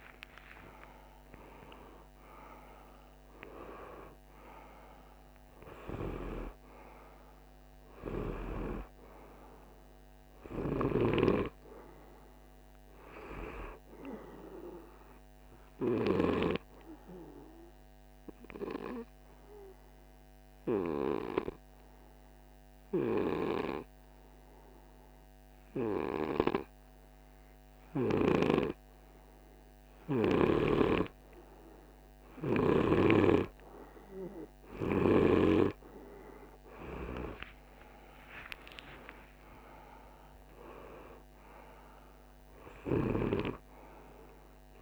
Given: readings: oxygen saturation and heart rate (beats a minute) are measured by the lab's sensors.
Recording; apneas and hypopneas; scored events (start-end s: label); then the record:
breathing in sleep by a microphone on the trachea; 1
0.00-2.50 s: arousal
17.00-28.00 s: hypopnea (oxygen 98% before, 91% lowest, heart rate 52 before, 50 extreme, up 1 after)
30.00-34.50 s: arousal
From the record:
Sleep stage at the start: N2 (light sleep); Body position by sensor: on the right side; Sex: male